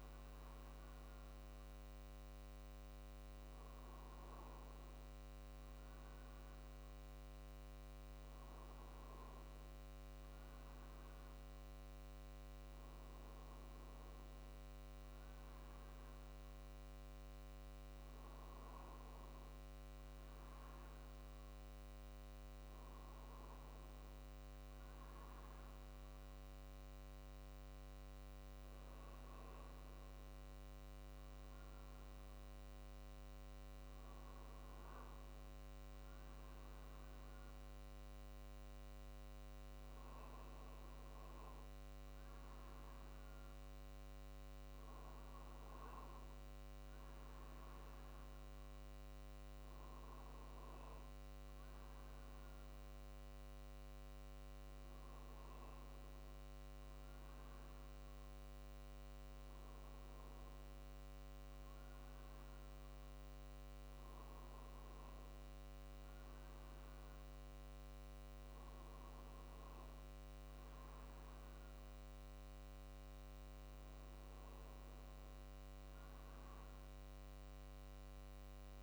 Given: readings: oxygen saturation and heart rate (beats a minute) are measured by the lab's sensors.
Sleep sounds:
breathing in sleep, hard to hear, by a microphone on the trachea; none
none scored
From the record:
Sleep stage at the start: N1 (lightest sleep); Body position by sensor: on the right side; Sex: male

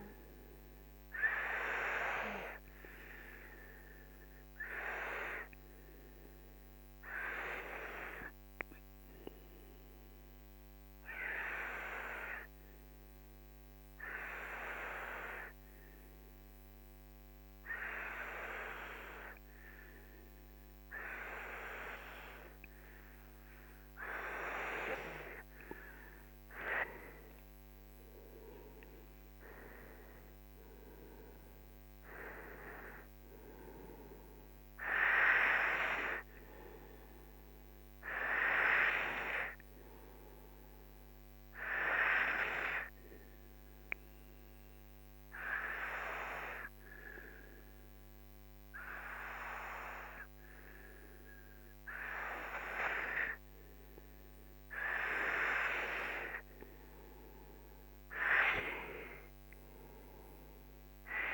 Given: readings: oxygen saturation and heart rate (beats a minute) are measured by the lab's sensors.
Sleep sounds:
breathing in sleep by a microphone on the trachea; 2
0.00-13.00 s: oxygen desaturation (device-marked, oxygen 92% lowest, heart rate 44 extreme)
1.00-24.00 s: obstructive apnea (oxygen 98% before, 92% lowest, heart rate 57 before, 46 extreme, up 13 after)
27.00-30.50 s: arousal
27.00-40.00 s: oxygen desaturation (device-marked, oxygen 97% before, 93% lowest, heart rate 50 before, 47 extreme)
40.00-56.00 s: obstructive apnea (oxygen 97% before, 93% lowest, heart rate 56 before, 46 extreme, up 10 after)
58.50-61.34 s: arousal
From the record:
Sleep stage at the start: N2 (light sleep); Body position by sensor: on the right side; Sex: male

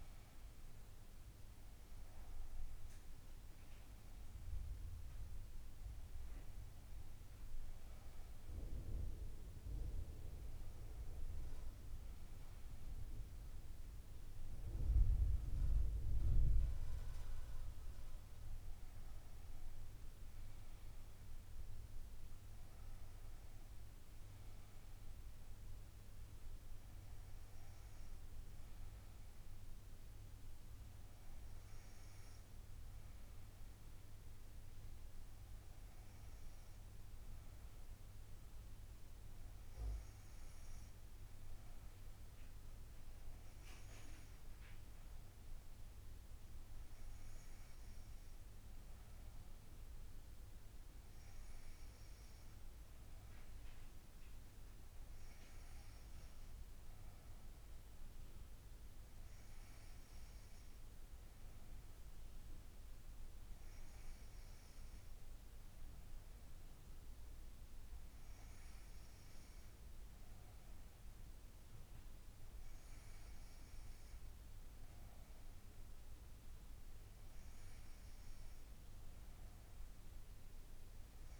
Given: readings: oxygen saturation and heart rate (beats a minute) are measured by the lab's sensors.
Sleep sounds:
breathing in sleep, hard to hear, by a room microphone; none
16.50-21.00 s: arousal
From the record:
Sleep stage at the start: N2 (light sleep); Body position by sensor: on the front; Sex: female

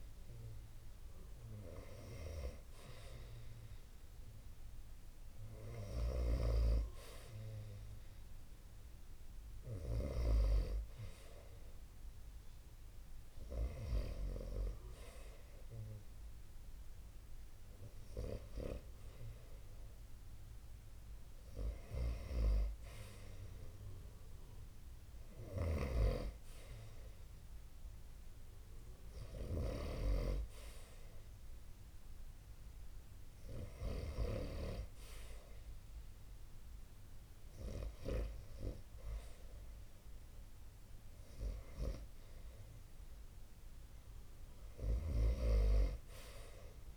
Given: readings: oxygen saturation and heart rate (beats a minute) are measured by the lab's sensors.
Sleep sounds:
breathing in sleep by a room microphone; none
0.00-7.50 s: oxygen desaturation (device-marked, oxygen 81% lowest)
From the record:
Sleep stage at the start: REM sleep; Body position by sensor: on the right side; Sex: male

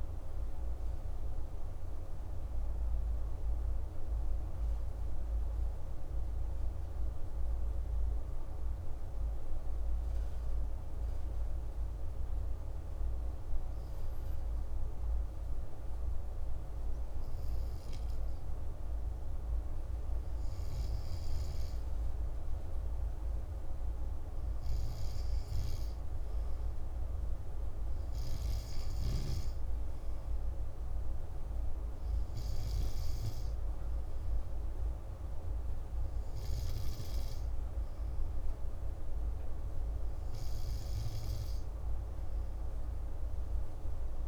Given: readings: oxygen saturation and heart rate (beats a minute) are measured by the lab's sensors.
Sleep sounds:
breathing in sleep, hard to hear, by a room microphone; 1
3.00-20.50 s: hypopnea (oxygen 97% before, 95% lowest)
22.50-26.50 s: arousal
From the record:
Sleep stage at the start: N2 (light sleep); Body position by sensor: on the back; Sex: male

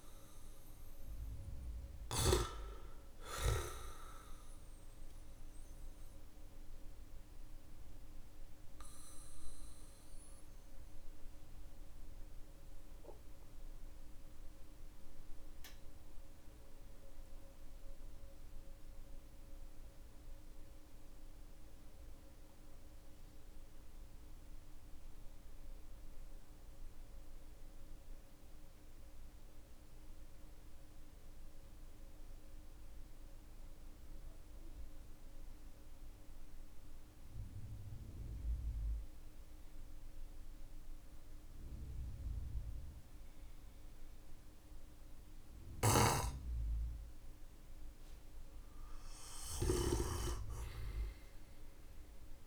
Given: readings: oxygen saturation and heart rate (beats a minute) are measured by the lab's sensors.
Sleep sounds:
breathing in sleep by a room microphone; 1
0.00-1.50 s: snoring (device-marked)
0.00-36.50 s: oxygen desaturation (device-marked, oxygen 92% lowest, heart rate 43 extreme)
5.50-47.00 s: obstructive apnea (oxygen 98% before, 92% lowest, heart rate 49 before, 43 extreme, up 12 after)
44.50-52.47 s: snoring (device-marked)
47.50-52.47 s: oxygen desaturation (device-marked, oxygen 99% before, 92% lowest, heart rate 49 before, 43 extreme)
49.00-52.47 s: arousal
From the record:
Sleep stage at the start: N2 (light sleep); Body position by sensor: on the back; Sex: male

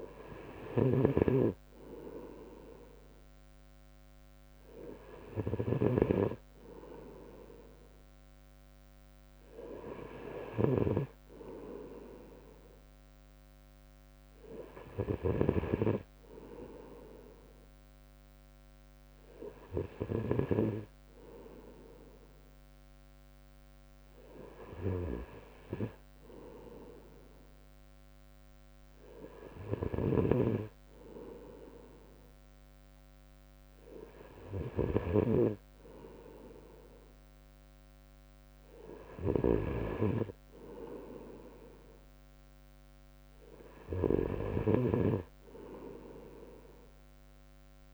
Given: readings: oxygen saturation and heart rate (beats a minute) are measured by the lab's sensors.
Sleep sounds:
breathing in sleep by a microphone on the trachea; none
none scored
From the record:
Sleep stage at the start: N2 (light sleep); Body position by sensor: on the right side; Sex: male

